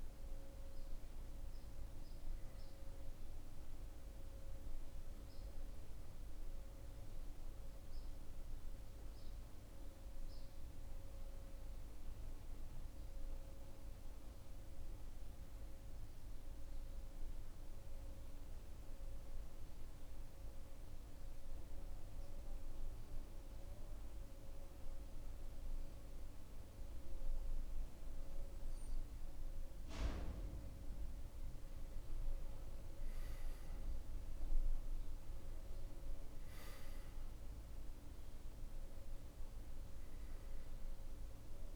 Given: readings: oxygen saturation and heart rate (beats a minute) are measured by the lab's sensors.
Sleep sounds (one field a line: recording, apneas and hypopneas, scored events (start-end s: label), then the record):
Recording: breathing in sleep, hard to hear, by a room microphone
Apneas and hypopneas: 1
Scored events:
18.50-27.50 s: oxygen desaturation (device-marked, oxygen 95% before, 92% lowest, heart rate 78 before, 67 extreme)
19.50-31.00 s: obstructive apnea (oxygen 95% before, 92% lowest, heart rate 79 before, 67 extreme, up 15 after)
33.00-35.50 s: arousal
From the record:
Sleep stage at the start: N2 (light sleep)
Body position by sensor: on the back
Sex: male